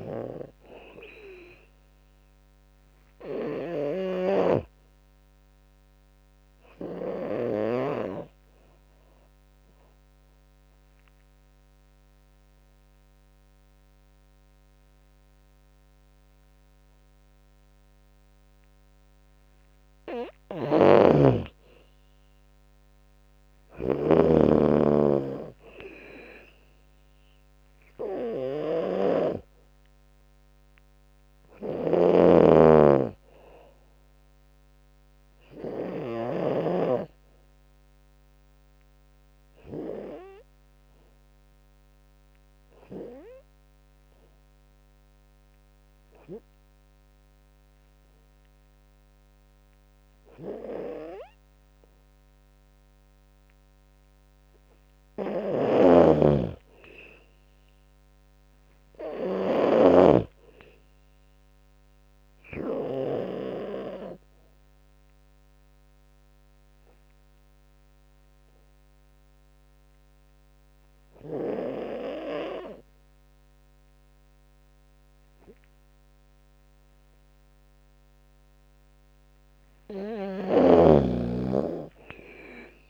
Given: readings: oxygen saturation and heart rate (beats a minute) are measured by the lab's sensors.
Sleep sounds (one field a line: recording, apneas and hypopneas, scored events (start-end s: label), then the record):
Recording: breathing in sleep by a microphone on the trachea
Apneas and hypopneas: 3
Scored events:
0.00-7.00 s: snoring (device-marked)
0.50-10.50 s: drop in pulse transit time (device-marked, heart rate 71 before, 78 extreme)
1.50-19.50 s: oxygen desaturation (device-marked, oxygen 99% before, 93% lowest, heart rate 71 before, 74 extreme)
3.50-18.00 s: obstructive apnea (oxygen 100% before, 93% lowest, heart rate 72 before, 74 extreme, up 9 after)
20.00-35.50 s: snoring (device-marked)
20.50-24.00 s: arousal
21.50-34.50 s: drop in pulse transit time (device-marked, heart rate 80 before, 79 extreme)
35.00-53.00 s: obstructive apnea (oxygen 98% before, 91% lowest, heart rate 81 before, 68 extreme, up 9 after)
55.00-58.00 s: arousal
55.00-62.50 s: snoring (device-marked)
56.50-74.50 s: oxygen desaturation (device-marked, oxygen 98% before, 93% lowest, heart rate 76 before, 68 extreme)
62.50-78.00 s: obstructive apnea (oxygen 98% before, 91% lowest, heart rate 77 before, 68 extreme, up 18 after)
81.00-82.90 s: arousal
81.50-82.90 s: drop in pulse transit time (device-marked, heart rate 77 before, 78 extreme)
From the record:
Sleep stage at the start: N2 (light sleep)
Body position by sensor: on the back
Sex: female